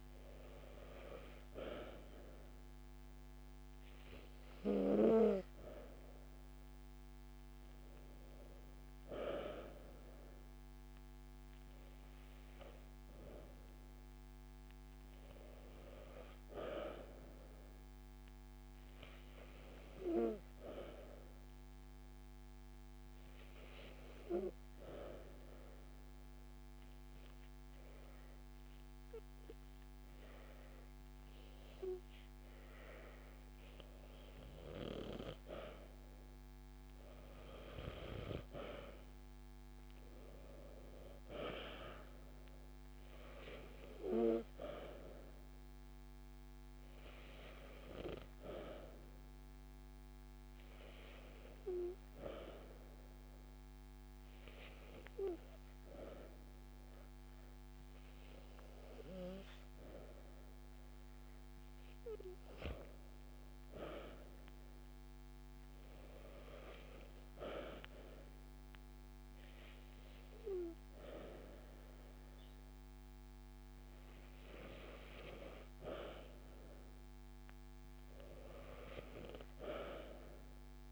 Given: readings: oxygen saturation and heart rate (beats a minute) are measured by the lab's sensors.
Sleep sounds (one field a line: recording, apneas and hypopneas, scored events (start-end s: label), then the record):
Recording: breathing in sleep by a microphone on the trachea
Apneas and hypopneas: 2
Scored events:
21.50-34.50 s: obstructive apnea (oxygen 96% before, 92% lowest)
24.00-29.00 s: drop in pulse transit time (device-marked)
38.00-41.50 s: arousal
39.00-62.00 s: oxygen desaturation (device-marked, oxygen 96% before, 92% lowest)
48.00-50.00 s: long interval between heartbeats (device-marked)
50.50-62.00 s: hypopnea (oxygen 96% before, 92% lowest)
53.50-55.50 s: long interval between heartbeats (device-marked)
64.00-67.00 s: arousal
From the record:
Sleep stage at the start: N2 (light sleep)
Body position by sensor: on the back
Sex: female